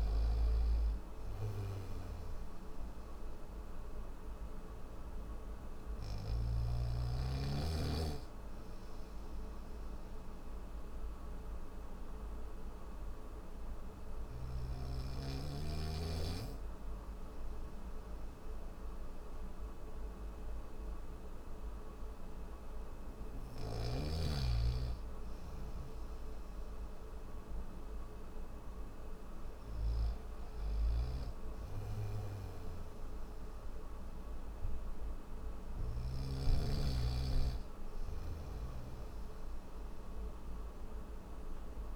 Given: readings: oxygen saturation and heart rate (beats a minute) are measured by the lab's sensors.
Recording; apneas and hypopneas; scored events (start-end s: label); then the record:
breathing in sleep by a room microphone; none
23.00-35.50 s: snoring (device-marked)
37.50-41.96 s: snoring (device-marked)
From the record:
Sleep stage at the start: N3 (deep sleep); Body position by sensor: on the back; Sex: male